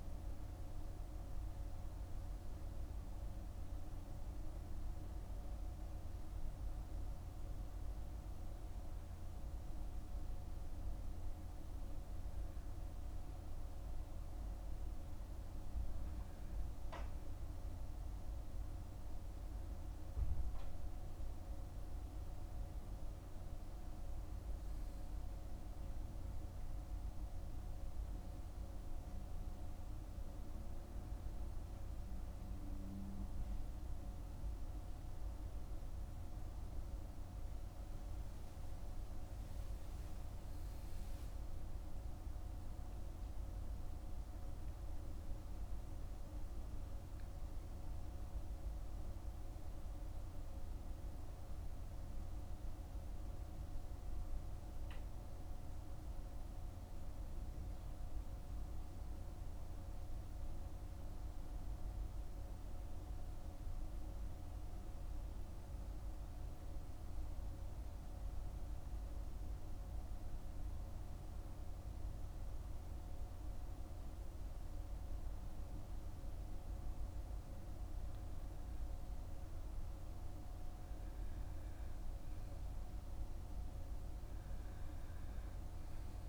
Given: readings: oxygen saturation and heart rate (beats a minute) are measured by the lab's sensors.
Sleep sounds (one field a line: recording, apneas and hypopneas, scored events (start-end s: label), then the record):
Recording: breathing in sleep, hard to hear, by a room microphone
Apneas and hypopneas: 1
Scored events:
57.00-62.00 s: arousal
66.00-78.50 s: hypopnea (oxygen 98% before, 95% lowest, heart rate 55 before, 49 extreme, up 3 after)
80.50-84.00 s: arousal
From the record:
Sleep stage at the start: N2 (light sleep)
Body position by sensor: on the back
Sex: male